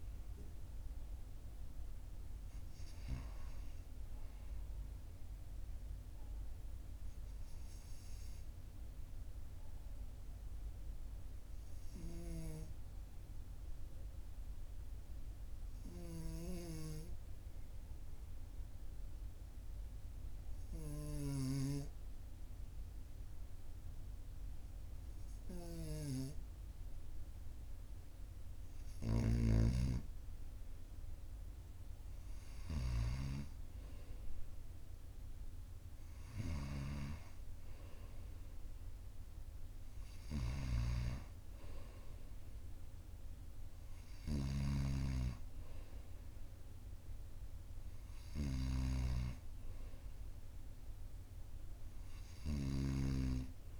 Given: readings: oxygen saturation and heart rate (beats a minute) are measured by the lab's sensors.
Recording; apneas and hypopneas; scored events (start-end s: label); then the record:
breathing in sleep by a room microphone; 1
13.00-26.50 s: hypopnea (oxygen 98% before, 95% lowest, heart rate 42 before, 42 extreme, up 2 after)
29.50-35.00 s: arousal
40.00-44.00 s: snoring (device-marked)
From the record:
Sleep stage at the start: N2 (light sleep); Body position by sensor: on the right side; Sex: male